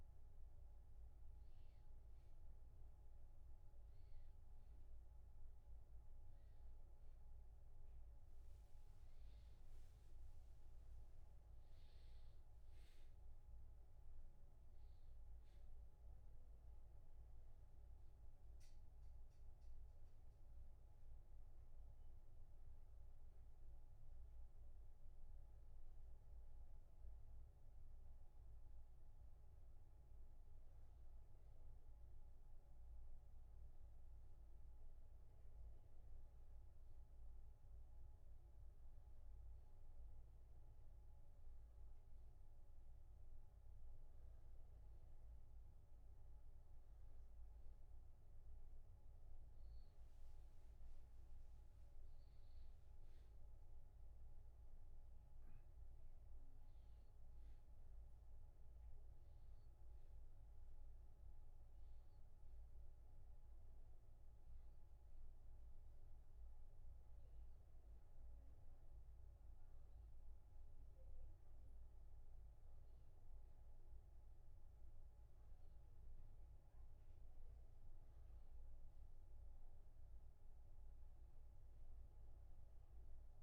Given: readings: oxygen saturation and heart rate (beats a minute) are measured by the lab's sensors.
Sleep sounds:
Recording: a person awake in a sleep study, hard to hear, by a room microphone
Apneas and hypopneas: none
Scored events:
none scored
From the record:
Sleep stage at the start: awake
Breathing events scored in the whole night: 122 in 4.2 hours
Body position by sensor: on the back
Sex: male

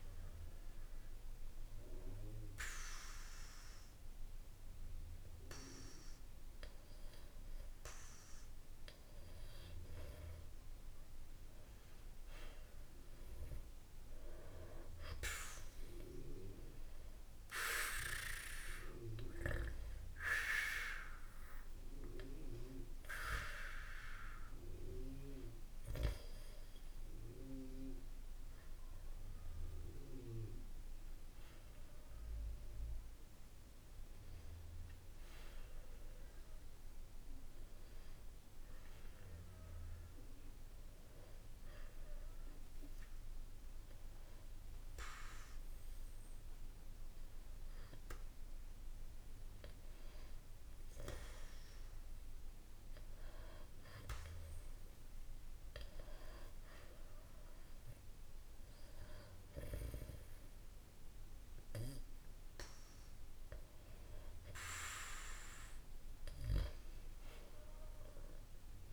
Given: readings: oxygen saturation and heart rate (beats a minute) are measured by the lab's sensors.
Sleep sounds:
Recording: breathing in sleep by a room microphone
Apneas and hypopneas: 1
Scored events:
0.50-11.50 s: obstructive apnea (oxygen 97% before, 93% lowest, heart rate 64 before, 63 extreme, up 4 after)
13.50-16.50 s: arousal
43.50-68.93 s: new sleep stage, REM sleep
From the record:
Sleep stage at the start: N2 (light sleep)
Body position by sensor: on the back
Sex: male

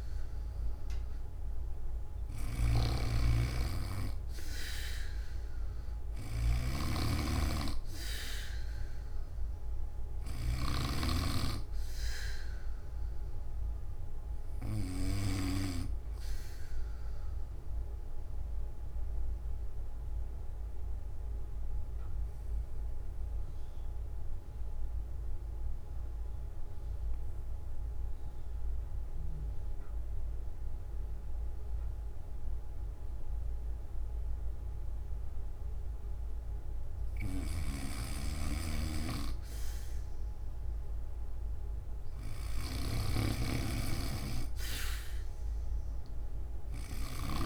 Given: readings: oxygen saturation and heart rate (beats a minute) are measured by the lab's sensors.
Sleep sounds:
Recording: breathing in sleep by a room microphone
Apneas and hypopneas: 1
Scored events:
0.00-10.50 s: snoring (device-marked)
15.00-28.00 s: oxygen desaturation (device-marked, oxygen 96% before, 93% lowest)
16.50-36.00 s: obstructive apnea (oxygen 98% before, 89% lowest)
37.00-47.46 s: snoring (device-marked)
41.00-47.46 s: oxygen desaturation (device-marked, oxygen 97% before, 89% lowest)
From the record:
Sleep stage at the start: N2 (light sleep)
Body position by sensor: on the back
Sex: male

